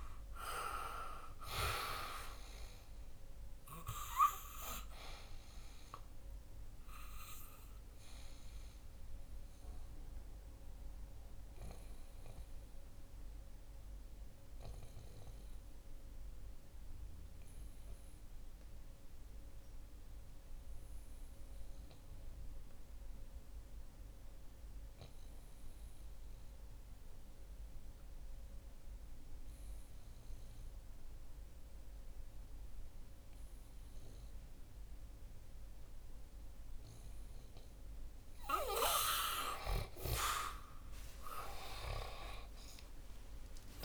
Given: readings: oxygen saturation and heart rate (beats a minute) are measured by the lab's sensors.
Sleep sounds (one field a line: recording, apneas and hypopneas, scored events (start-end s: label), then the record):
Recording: breathing in sleep by a room microphone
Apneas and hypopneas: 1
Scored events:
0.00-2.00 s: arousal
0.00-28.00 s: oxygen desaturation (device-marked, oxygen 87% lowest, heart rate 62 extreme)
6.50-39.00 s: obstructive apnea (oxygen 99% before, 87% lowest, heart rate 69 before, 62 extreme, up 24 after)
35.00-43.85 s: oxygen desaturation (device-marked, oxygen 99% before, 90% lowest, heart rate 64 before, 67 extreme)
From the record:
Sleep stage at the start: N2 (light sleep)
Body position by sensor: on the back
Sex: male